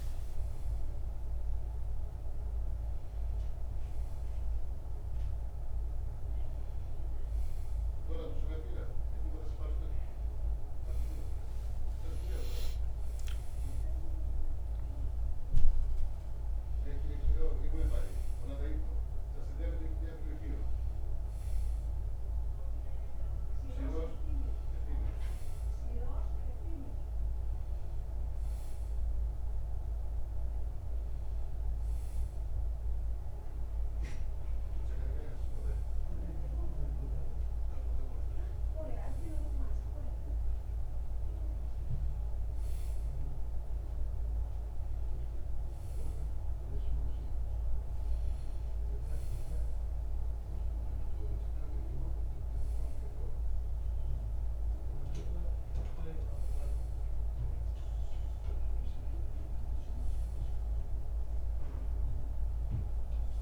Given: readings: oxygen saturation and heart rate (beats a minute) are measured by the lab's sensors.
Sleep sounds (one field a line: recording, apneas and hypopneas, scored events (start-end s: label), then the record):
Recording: a person partly awake in a sleep study, by a room microphone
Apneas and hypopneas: none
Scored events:
30.00-63.42 s: new sleep stage, N1 (lightest sleep)
From the record:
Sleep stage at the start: awake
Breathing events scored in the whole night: 206 in 3.5 hours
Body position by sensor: on the back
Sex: male